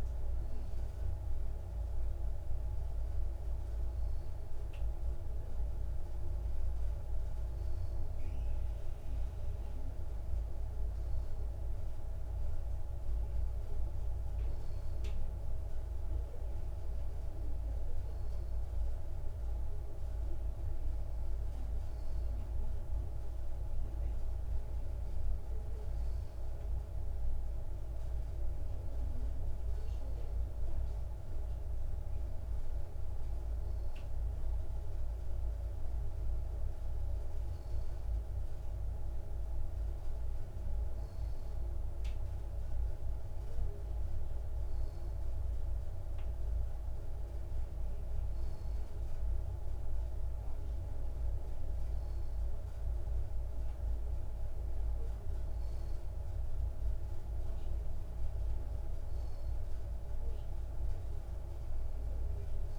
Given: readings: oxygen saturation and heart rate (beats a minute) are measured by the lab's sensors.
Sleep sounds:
breathing in sleep, hard to hear, by a room microphone; none
none scored
From the record:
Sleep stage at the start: N2 (light sleep); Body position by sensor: on the back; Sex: male

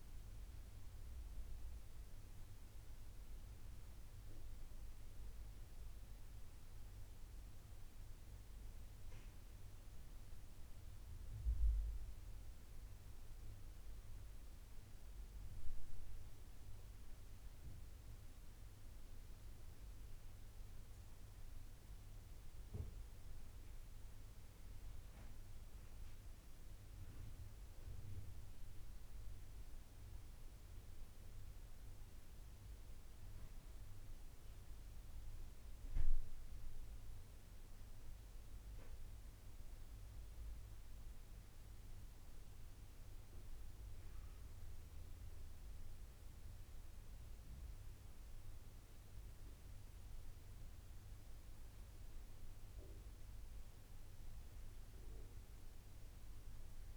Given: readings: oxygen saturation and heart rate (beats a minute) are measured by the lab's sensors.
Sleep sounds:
breathing in sleep, hard to hear, by a room microphone; 1
29.50-33.00 s: arousal
31.50-44.50 s: oxygen desaturation (device-marked, oxygen 93% before, 90% lowest, heart rate 79 before, 78 extreme)
37.50-48.50 s: hypopnea (oxygen 93% before, 90% lowest, heart rate 80 before, 78 extreme, up 2 after)
51.50-55.00 s: arousal
From the record:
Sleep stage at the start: N2 (light sleep); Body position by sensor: on the right side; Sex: male

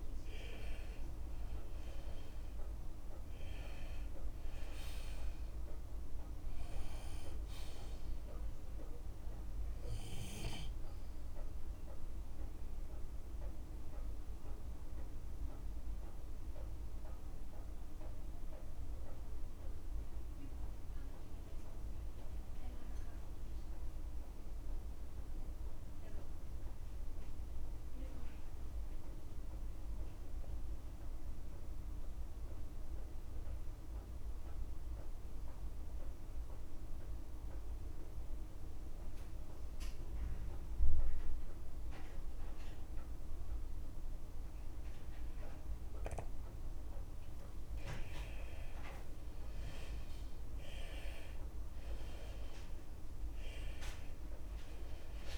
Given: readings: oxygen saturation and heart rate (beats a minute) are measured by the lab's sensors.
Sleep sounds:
breathing in sleep by a room microphone; 1
0.00-2.00 s: long interval between heartbeats (device-marked, heart rate 36 before, 58 extreme)
0.00-34.00 s: oxygen desaturation (device-marked, oxygen 81% lowest)
3.00-5.00 s: long interval between heartbeats (device-marked, heart rate 38 before, 53 extreme)
11.50-46.50 s: obstructive apnea (oxygen 98% before, 81% lowest)
13.50-15.50 s: long interval between heartbeats (device-marked, heart rate 40 before, 49 extreme)
20.50-22.50 s: long interval between heartbeats (device-marked, heart rate 43 before, 25 extreme)
33.50-35.50 s: long interval between heartbeats (device-marked)
39.50-41.50 s: long interval between heartbeats (device-marked)
43.00-45.00 s: long interval between heartbeats (device-marked)
49.00-53.00 s: arousal
49.00-55.38 s: oxygen desaturation (device-marked, oxygen 97% before, 86% lowest)
50.50-52.50 s: long interval between heartbeats (device-marked, heart rate 30 before, 49 extreme)
53.00-55.00 s: long interval between heartbeats (device-marked, heart rate 35 before, 54 extreme)
From the record:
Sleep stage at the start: N2 (light sleep); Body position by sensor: on the left side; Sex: male

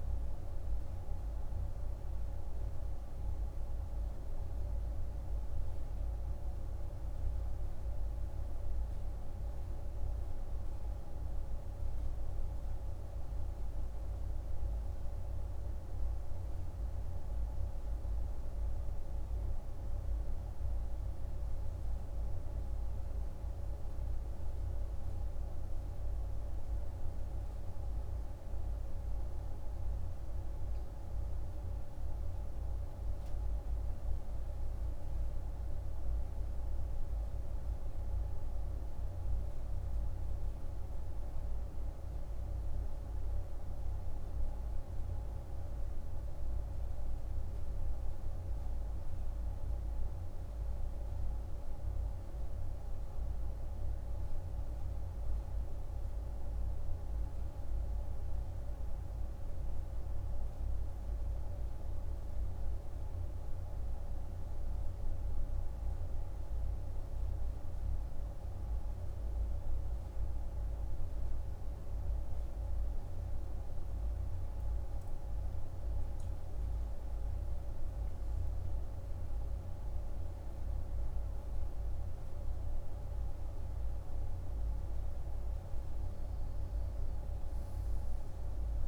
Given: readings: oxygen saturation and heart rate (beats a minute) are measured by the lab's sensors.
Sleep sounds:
breathing in sleep, hard to hear, by a room microphone; none
74.00-78.00 s: arousal
From the record:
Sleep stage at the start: N1 (lightest sleep); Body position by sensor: on the right side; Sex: male

